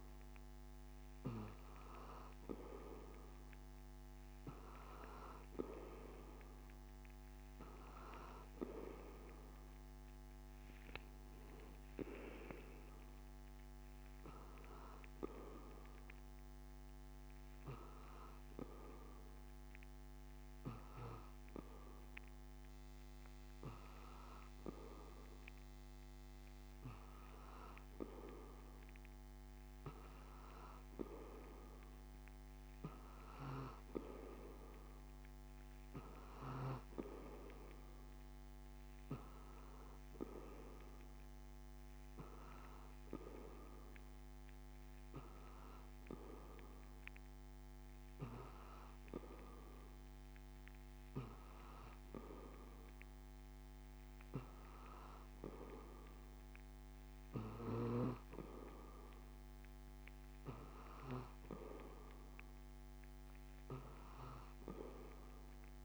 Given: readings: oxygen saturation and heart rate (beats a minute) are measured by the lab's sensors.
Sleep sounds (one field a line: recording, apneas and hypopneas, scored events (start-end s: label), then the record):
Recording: breathing in sleep by a microphone on the trachea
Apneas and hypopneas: none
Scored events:
none scored
From the record:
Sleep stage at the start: N2 (light sleep)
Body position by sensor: on the back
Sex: male